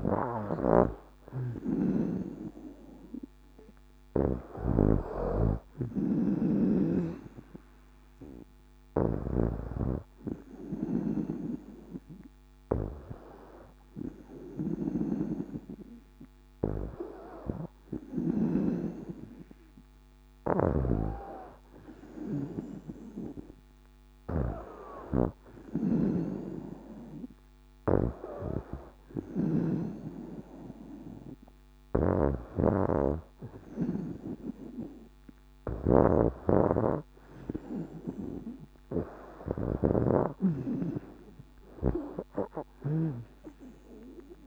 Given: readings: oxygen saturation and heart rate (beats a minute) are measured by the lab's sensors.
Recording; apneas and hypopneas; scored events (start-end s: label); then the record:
breathing in sleep by a microphone on the trachea; none
9.00-18.00 s: snoring (device-marked)
20.00-29.50 s: snoring (device-marked)
31.50-43.00 s: snoring (device-marked)
40.00-44.46 s: arousal
From the record:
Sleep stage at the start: N2 (light sleep); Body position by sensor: on the back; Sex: female